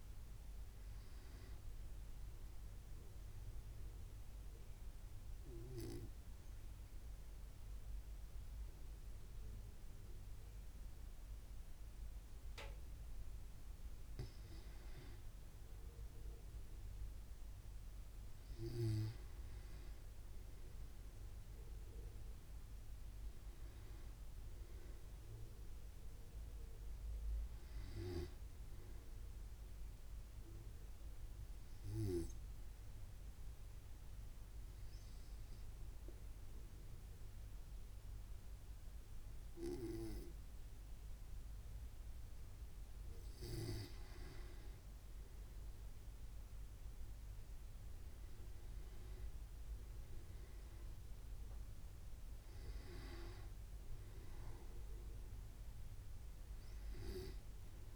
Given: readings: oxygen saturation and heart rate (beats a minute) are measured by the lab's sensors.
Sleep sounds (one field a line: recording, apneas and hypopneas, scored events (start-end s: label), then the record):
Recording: breathing in sleep by a room microphone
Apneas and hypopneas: 2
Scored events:
0.00-12.50 s: oxygen desaturation (device-marked, oxygen 91% lowest, heart rate 65 extreme)
4.00-14.50 s: obstructive apnea (oxygen 96% before, 91% lowest, heart rate 66 before, 65 extreme, up 0 after)
15.50-19.50 s: arousal
30.50-42.50 s: obstructive apnea (oxygen 98% before, 93% lowest, heart rate 66 before, 65 extreme, up 1 after)
44.50-48.50 s: arousal
From the record:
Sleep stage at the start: N2 (light sleep)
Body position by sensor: on the right side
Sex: male